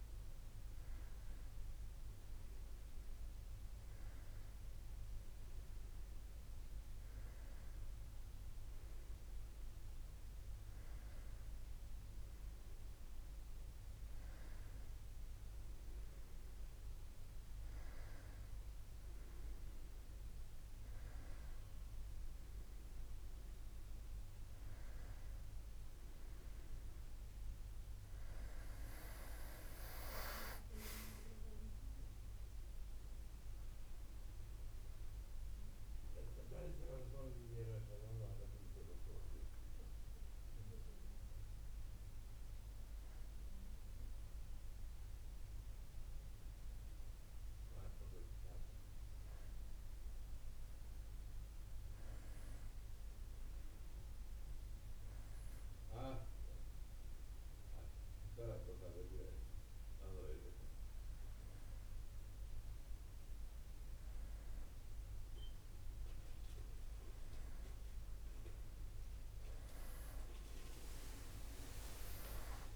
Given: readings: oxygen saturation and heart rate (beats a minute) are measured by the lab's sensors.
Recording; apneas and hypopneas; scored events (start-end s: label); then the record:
breathing in sleep by a room microphone; none
none scored
From the record:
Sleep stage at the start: N1 (lightest sleep); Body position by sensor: on the back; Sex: male